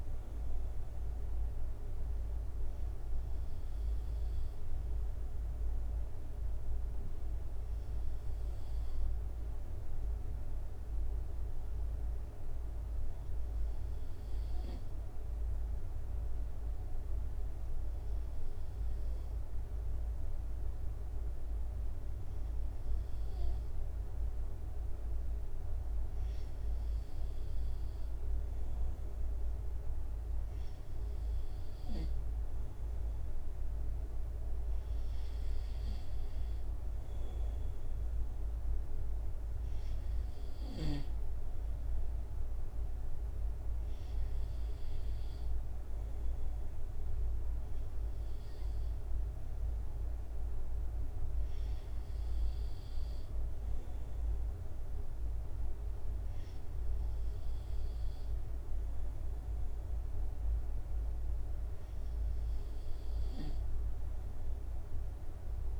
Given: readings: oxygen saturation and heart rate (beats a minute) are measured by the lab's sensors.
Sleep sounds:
breathing in sleep, hard to hear, by a room microphone; 1
13.00-25.50 s: hypopnea (oxygen 95% before, 94% lowest, heart rate 70 before, 67 extreme, up 4 after)
27.50-30.50 s: arousal
From the record:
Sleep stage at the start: N2 (light sleep); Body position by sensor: on the right side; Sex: male

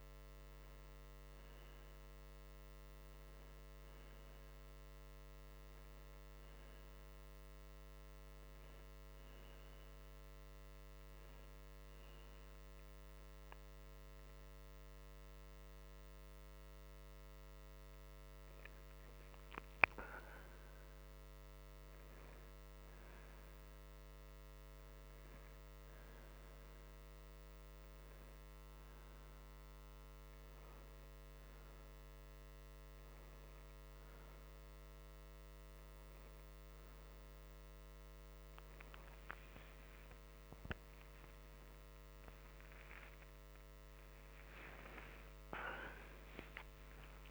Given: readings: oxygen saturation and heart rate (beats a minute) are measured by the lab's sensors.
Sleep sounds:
a person partly awake in a sleep study, hard to hear, by a microphone on the trachea; 1
11.50-23.00 s: hypopnea (oxygen 93% before, 91% lowest)
25.50-47.31 s: new sleep stage, awake
From the record:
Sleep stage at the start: N2 (light sleep); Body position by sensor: on the right side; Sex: male

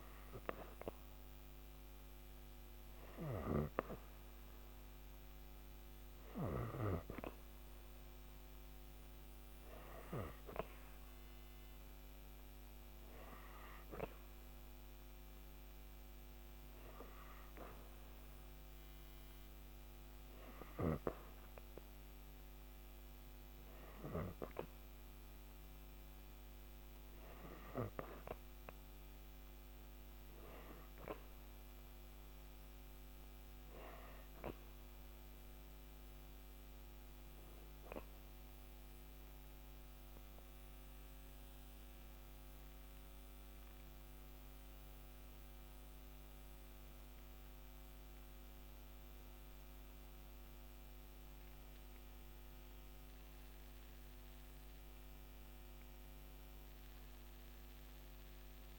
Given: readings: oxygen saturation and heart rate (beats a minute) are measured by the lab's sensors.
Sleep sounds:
breathing in sleep by a microphone on the trachea; none
43.50-47.50 s: arousal
From the record:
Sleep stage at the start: N2 (light sleep); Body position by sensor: on the back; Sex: female

